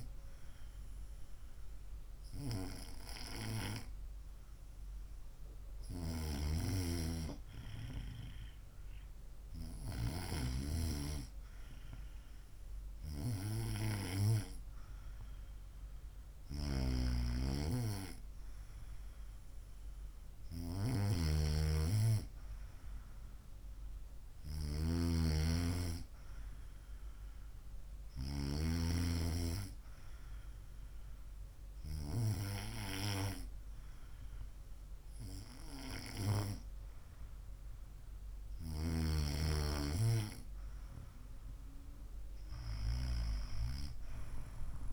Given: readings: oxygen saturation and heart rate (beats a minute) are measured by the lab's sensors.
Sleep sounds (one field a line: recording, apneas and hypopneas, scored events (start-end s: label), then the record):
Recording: breathing in sleep by a room microphone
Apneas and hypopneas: none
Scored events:
none scored
From the record:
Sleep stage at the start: N2 (light sleep)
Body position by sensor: on the right side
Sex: female